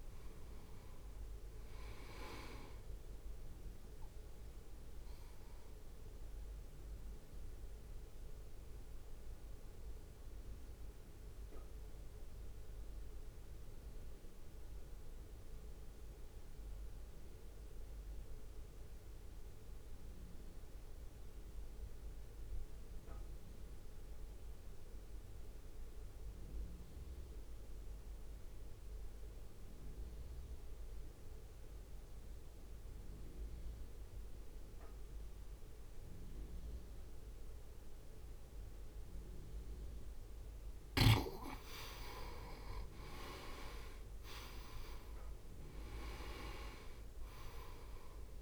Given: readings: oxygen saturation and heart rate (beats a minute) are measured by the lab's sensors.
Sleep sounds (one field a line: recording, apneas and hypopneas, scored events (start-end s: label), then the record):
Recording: breathing in sleep by a room microphone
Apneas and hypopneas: 1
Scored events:
0.00-12.00 s: drop in pulse transit time (device-marked, heart rate 52 extreme)
0.00-24.00 s: oxygen desaturation (device-marked, oxygen 87% lowest, heart rate 52 extreme)
4.50-40.00 s: mixed apnea (oxygen 99% before, 87% lowest, heart rate 62 before, 52 extreme, up 4 after)
32.00-48.42 s: oxygen desaturation (device-marked, oxygen 98% before, 87% lowest, heart rate 59 before, 52 extreme)
42.50-46.00 s: arousal
46.00-48.42 s: drop in pulse transit time (device-marked, heart rate 61 before, 53 extreme)
From the record:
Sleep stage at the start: N2 (light sleep)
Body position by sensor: on the right side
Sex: male